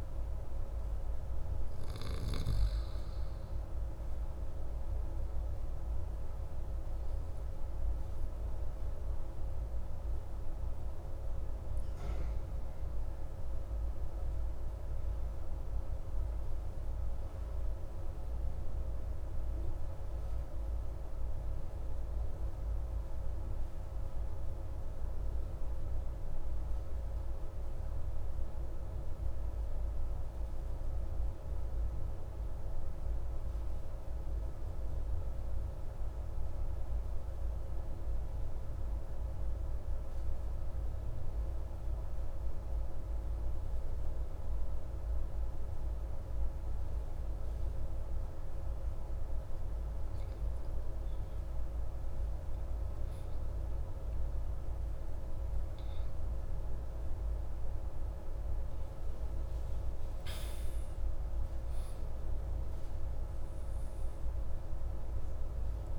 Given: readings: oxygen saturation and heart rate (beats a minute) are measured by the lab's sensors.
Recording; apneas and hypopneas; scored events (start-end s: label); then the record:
breathing in sleep, hard to hear, by a room microphone; 1
6.00-48.50 s: obstructive apnea (oxygen 96% before, 93% lowest)
51.00-57.50 s: arousal
53.50-65.99 s: oxygen desaturation (device-marked, oxygen 96% before, 93% lowest)
From the record:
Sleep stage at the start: N2 (light sleep); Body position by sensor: on the back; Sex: male